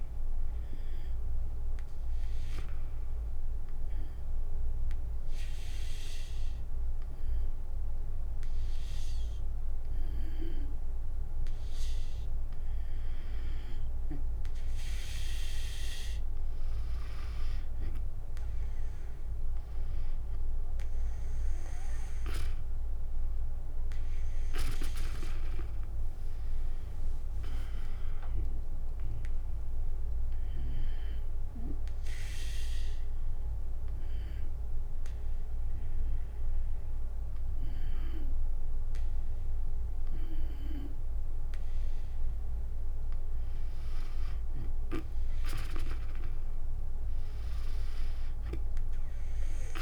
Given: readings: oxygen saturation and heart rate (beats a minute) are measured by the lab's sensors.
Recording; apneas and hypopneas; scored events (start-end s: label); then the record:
breathing in sleep by a room microphone; 2
0.00-4.50 s: drop in pulse transit time (device-marked, heart rate 60 extreme)
0.00-12.50 s: oxygen desaturation (device-marked, oxygen 93% lowest, heart rate 57 extreme)
1.00-12.50 s: obstructive apnea (oxygen 96% before, 92% lowest, heart rate 71 before, 58 extreme, up 16 after)
16.00-19.50 s: arousal
24.50-36.50 s: drop in pulse transit time (device-marked, heart rate 66 before, 61 extreme)
30.50-42.00 s: obstructive apnea (oxygen 98% before, 92% lowest, heart rate 70 before, 57 extreme, up 8 after)
45.50-49.00 s: arousal
48.50-49.82 s: oxygen desaturation (device-marked, oxygen 97% before, 92% lowest, heart rate 65 before, 57 extreme)
From the record:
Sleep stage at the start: N2 (light sleep); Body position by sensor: on the back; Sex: female